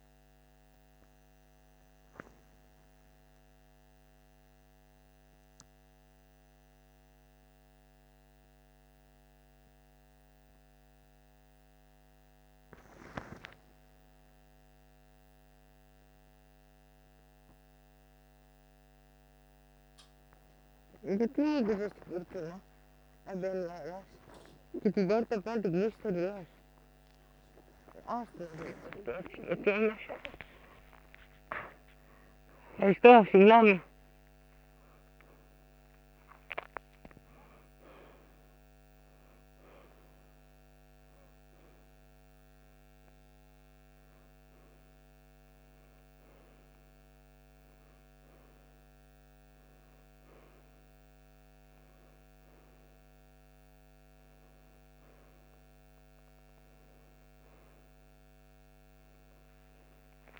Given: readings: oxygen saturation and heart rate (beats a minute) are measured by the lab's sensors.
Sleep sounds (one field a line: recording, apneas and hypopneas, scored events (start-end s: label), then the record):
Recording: a person awake in a sleep study, by a microphone on the trachea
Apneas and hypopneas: none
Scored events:
22.00-25.50 s: snoring (device-marked)
From the record:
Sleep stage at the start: awake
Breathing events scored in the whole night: 128 in 6.0 hours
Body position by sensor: on the right side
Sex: female